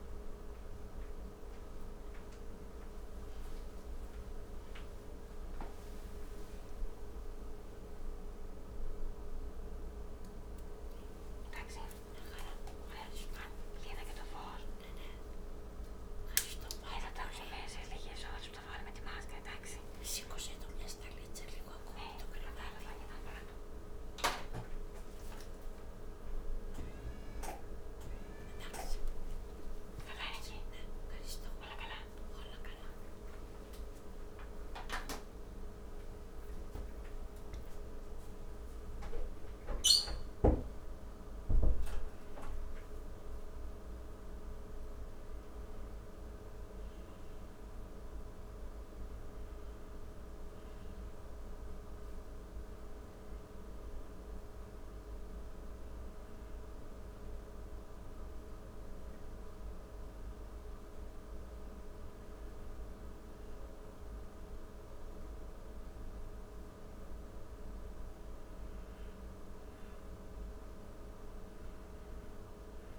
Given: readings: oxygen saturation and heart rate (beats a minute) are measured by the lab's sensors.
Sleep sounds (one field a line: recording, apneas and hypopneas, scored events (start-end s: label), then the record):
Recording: a person awake in a sleep study, by a room microphone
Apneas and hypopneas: none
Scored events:
none scored
From the record:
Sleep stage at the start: awake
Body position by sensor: on the back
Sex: female